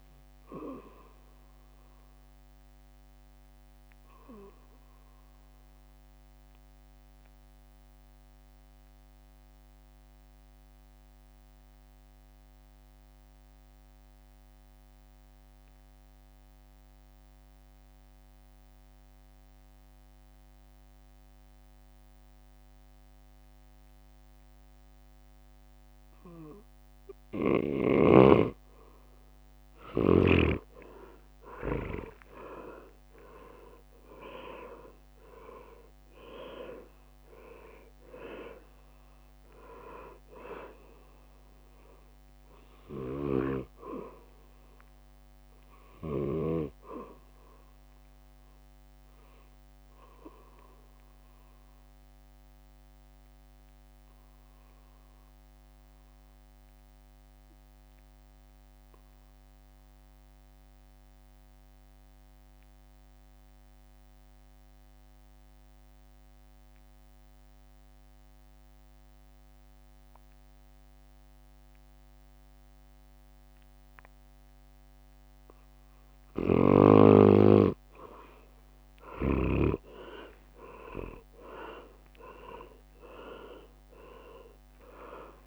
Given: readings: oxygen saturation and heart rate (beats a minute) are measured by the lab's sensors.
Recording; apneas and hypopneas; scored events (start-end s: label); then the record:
breathing in sleep by a microphone on the trachea; 2
0.00-2.50 s: drop in pulse transit time (device-marked, heart rate 65 extreme)
0.00-15.50 s: oxygen desaturation (device-marked, oxygen 89% lowest, heart rate 59 extreme)
3.50-28.00 s: mixed apnea (oxygen 99% before, 89% lowest, heart rate 70 before, 59 extreme, up 11 after)
28.50-33.00 s: leg movement (device-marked)
28.50-45.50 s: drop in pulse transit time (device-marked, heart rate 61 before, 65 extreme)
30.50-59.50 s: oxygen desaturation (device-marked, oxygen 100% before, 90% lowest, heart rate 62 before, 58 extreme)
31.00-35.50 s: arousal
51.00-75.50 s: obstructive apnea (oxygen 100% before, 89% lowest, heart rate 68 before, 58 extreme, up 12 after)
76.00-79.00 s: leg movement (device-marked)
77.50-85.47 s: oxygen desaturation (device-marked, oxygen 99% before, 89% lowest, heart rate 62 before, 57 extreme)
78.50-85.47 s: drop in pulse transit time (device-marked, heart rate 62 before, 67 extreme)
79.50-84.50 s: arousal
82.00-85.47 s: leg movement (device-marked)
From the record:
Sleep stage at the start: N2 (light sleep); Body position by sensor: on the back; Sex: male